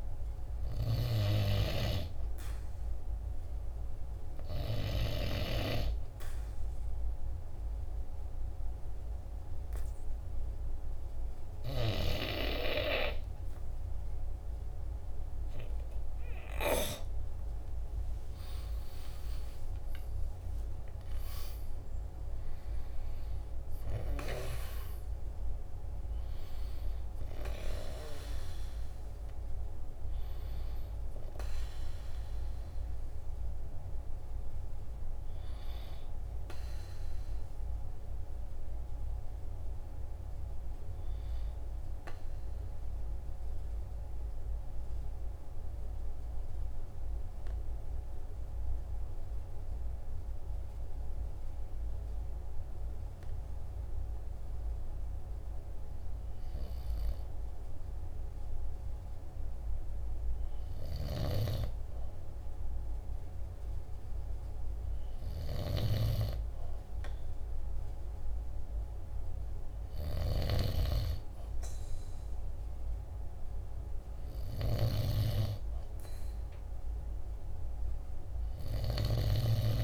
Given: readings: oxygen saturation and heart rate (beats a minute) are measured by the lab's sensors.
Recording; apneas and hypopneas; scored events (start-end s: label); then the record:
breathing in sleep by a room microphone; 2
1.50-15.50 s: obstructive apnea (oxygen 98% before, 94% lowest, heart rate 48 before, 45 extreme, up 5 after)
17.50-21.00 s: arousal
42.00-55.50 s: obstructive apnea (oxygen 95% before, 94% lowest, heart rate 48 before, 46 extreme, up 1 after)
56.00-60.00 s: arousal
60.00-65.50 s: snoring (device-marked)
74.00-79.00 s: snoring (device-marked)
From the record:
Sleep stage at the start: N2 (light sleep); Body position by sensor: on the back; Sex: male